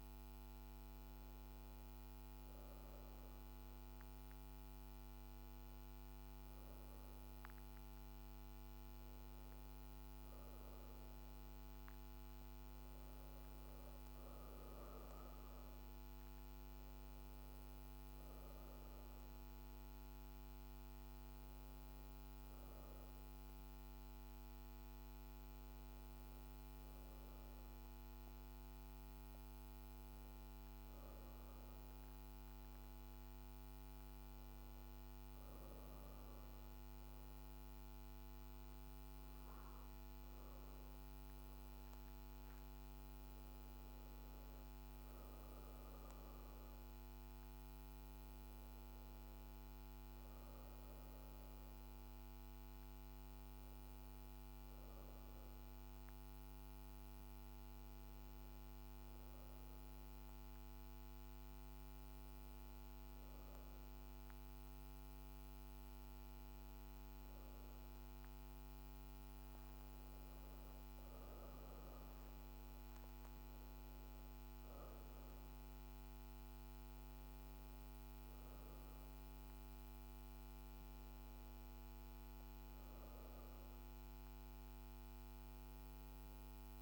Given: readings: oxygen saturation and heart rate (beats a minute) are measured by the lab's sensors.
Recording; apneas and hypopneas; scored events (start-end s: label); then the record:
breathing in sleep, hard to hear, by a microphone on the trachea; 1
31.00-42.50 s: hypopnea (oxygen 95% before, 86% lowest, heart rate 57 before, 54 extreme, up 3 after)
44.50-48.50 s: arousal
46.00-62.00 s: oxygen desaturation (device-marked, oxygen 95% before, 86% lowest, heart rate 55 before, 54 extreme)
From the record:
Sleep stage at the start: N2 (light sleep); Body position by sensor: on the back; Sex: female